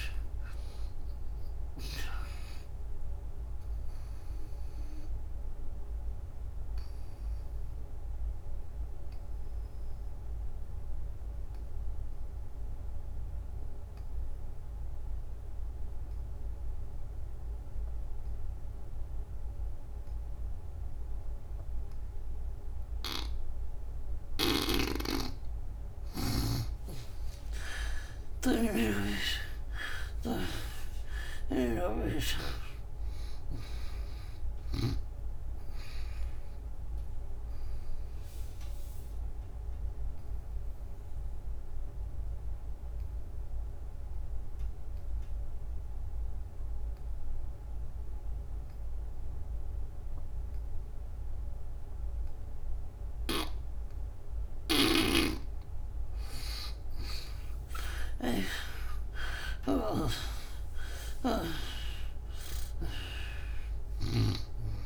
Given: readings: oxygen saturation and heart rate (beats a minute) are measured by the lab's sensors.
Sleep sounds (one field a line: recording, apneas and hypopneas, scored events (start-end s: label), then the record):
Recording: breathing in sleep by a room microphone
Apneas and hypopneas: 2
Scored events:
0.00-17.50 s: oxygen desaturation (device-marked, oxygen 76% lowest, heart rate 66 extreme)
2.50-25.00 s: obstructive apnea (oxygen 96% before, 76% lowest, heart rate 84 before, 66 extreme, up 41 after)
27.50-30.50 s: arousal
27.50-52.50 s: oxygen desaturation (device-marked, oxygen 97% before, 76% lowest, heart rate 72 before, 68 extreme)
31.50-35.00 s: snoring (device-marked)
37.50-55.50 s: obstructive apnea (oxygen 97% before, 71% lowest, heart rate 86 before, 68 extreme, up 40 after)
58.00-61.00 s: arousal
61.50-64.86 s: oxygen desaturation (device-marked, oxygen 97% before, 76% lowest, heart rate 78 before, 65 extreme)
From the record:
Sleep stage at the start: N2 (light sleep)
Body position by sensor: on the back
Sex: female